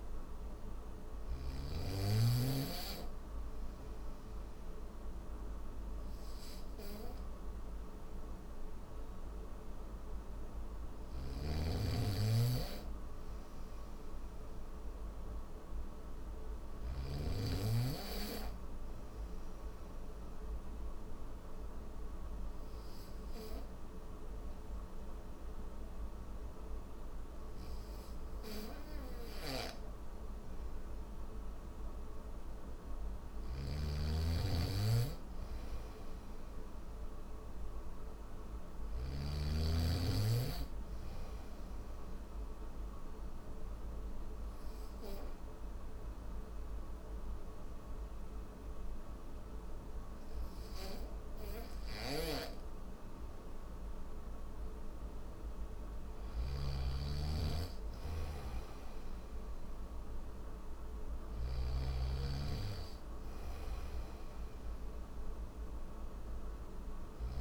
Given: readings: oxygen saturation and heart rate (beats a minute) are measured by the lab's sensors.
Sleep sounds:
breathing in sleep by a room microphone; none
0.00-1.50 s: snoring (device-marked)
10.50-16.50 s: snoring (device-marked)
33.00-39.00 s: snoring (device-marked)
40.00-51.00 s: oxygen desaturation (device-marked, oxygen 94% before, 91% lowest, heart rate 75 before, 73 extreme)
51.50-61.00 s: snoring (device-marked)
62.00-67.41 s: oxygen desaturation (device-marked, oxygen 95% before, 91% lowest, heart rate 75 before, 74 extreme)
63.00-67.41 s: snoring (device-marked)
From the record:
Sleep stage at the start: N3 (deep sleep); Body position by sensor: on the back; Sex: male

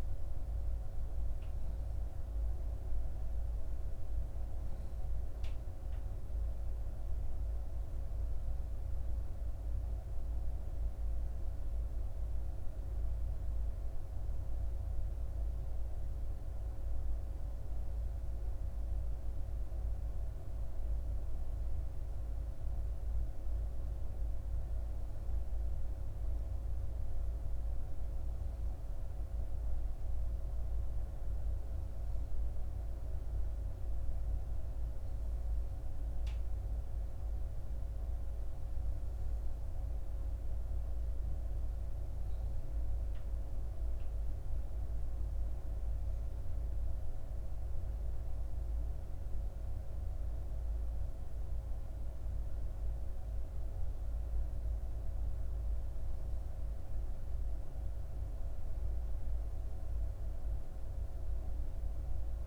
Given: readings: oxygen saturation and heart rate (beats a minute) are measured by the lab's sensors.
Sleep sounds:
breathing in sleep, hard to hear, by a room microphone; none
none scored
From the record:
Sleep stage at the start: N2 (light sleep); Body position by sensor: on the back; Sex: female

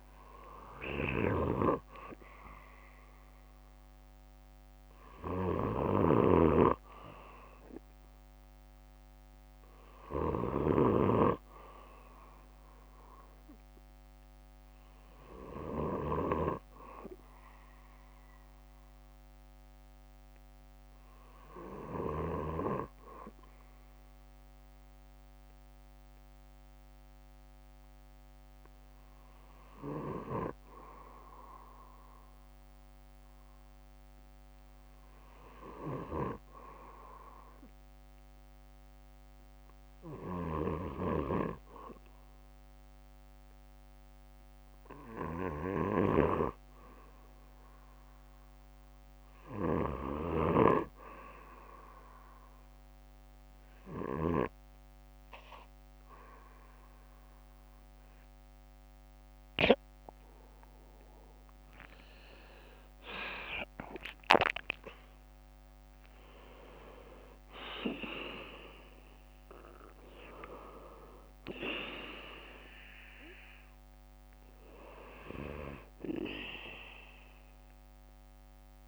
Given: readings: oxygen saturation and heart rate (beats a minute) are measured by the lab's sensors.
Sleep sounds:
breathing in sleep by a microphone on the trachea; 1
0.00-1.00 s: arousal
15.50-32.50 s: hypopnea (oxygen 97% before, 92% lowest, heart rate 62 before, 58 extreme, up 9 after)
35.50-39.00 s: arousal
42.00-44.00 s: bradycardia (device-marked, heart rate 62 before, 66 extreme)
45.00-47.00 s: bradycardia (device-marked, heart rate 62 before, 59 extreme)
62.00-66.50 s: arousal
63.00-75.00 s: oxygen desaturation (device-marked, oxygen 95% before, 92% lowest, heart rate 61 before, 55 extreme)
66.00-73.00 s: bradycardia (device-marked, heart rate 62 before, 55 extreme)
From the record:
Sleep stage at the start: N2 (light sleep); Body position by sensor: on the back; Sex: male

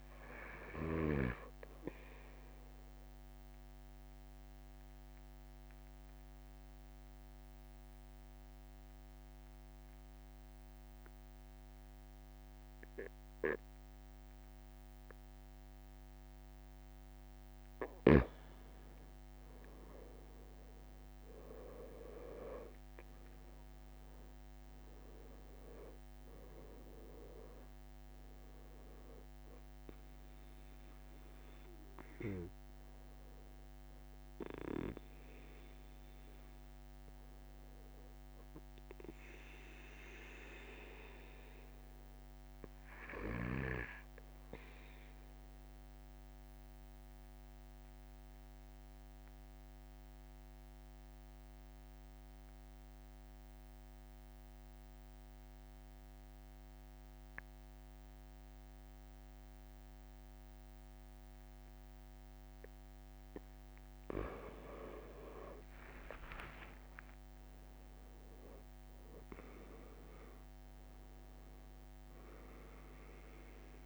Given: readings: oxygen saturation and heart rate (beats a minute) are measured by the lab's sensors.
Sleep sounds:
breathing in sleep by a microphone on the trachea; 2
2.50-17.00 s: obstructive apnea (oxygen 97% before, 93% lowest)
3.00-63.00 s: new sleep stage, N2 (light sleep)
12.50-14.50 s: long interval between heartbeats (device-marked)
16.50-18.50 s: long interval between heartbeats (device-marked)
20.50-26.00 s: arousal
40.50-62.50 s: obstructive apnea (oxygen 95% before, 92% lowest)
50.00-52.00 s: long interval between heartbeats (device-marked)
55.00-57.00 s: long interval between heartbeats (device-marked)
63.00-65.00 s: long interval between heartbeats (device-marked, heart rate 33 before, 39 extreme)
63.00-73.86 s: new sleep stage, N1 (lightest sleep)
66.00-68.00 s: long interval between heartbeats (device-marked, heart rate 36 before, 58 extreme)
66.50-71.50 s: arousal
From the record:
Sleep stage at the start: N1 (lightest sleep); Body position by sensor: on the right side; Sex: male

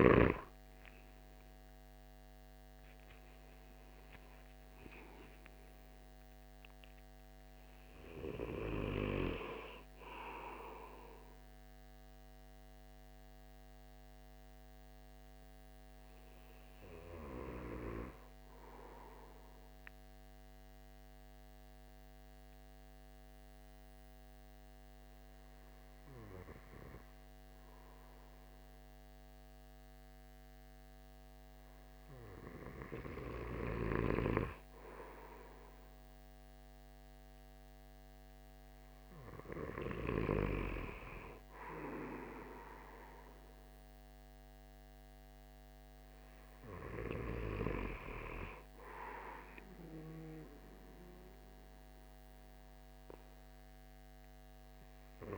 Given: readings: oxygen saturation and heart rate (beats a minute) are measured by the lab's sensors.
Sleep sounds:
breathing in sleep by a microphone on the trachea; 1
17.00-38.00 s: hypopnea (oxygen 96% before, 95% lowest, heart rate 181 before, 148 extreme, up 19 after)
From the record:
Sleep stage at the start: N2 (light sleep); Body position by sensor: on the back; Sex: male

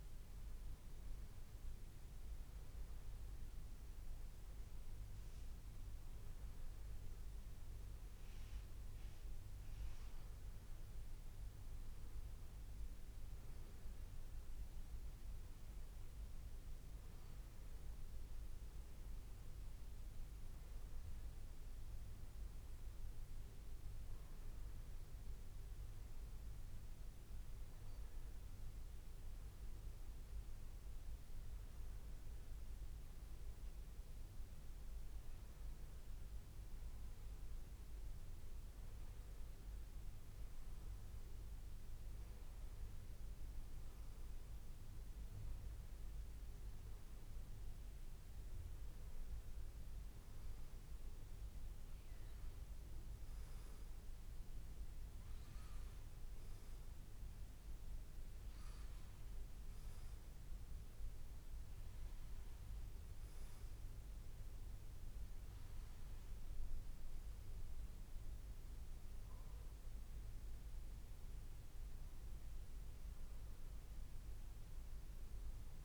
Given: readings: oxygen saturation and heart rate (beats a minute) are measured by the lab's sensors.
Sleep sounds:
breathing in sleep, hard to hear, by a room microphone; none
none scored
From the record:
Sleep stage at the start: N2 (light sleep); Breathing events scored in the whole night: 12 in 4.4 hours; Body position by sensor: on the back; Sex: male

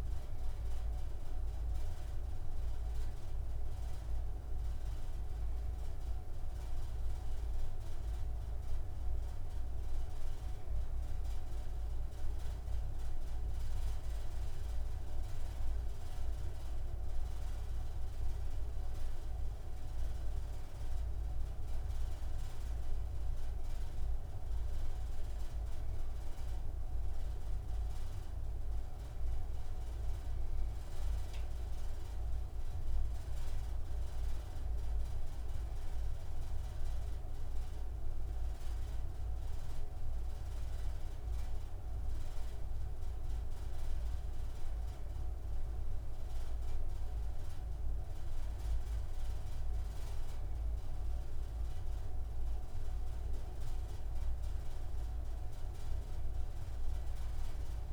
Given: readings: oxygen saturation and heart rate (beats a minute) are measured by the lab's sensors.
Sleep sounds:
breathing in sleep, hard to hear, by a room microphone; none
none scored
From the record:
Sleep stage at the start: N2 (light sleep); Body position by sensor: on the right side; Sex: male

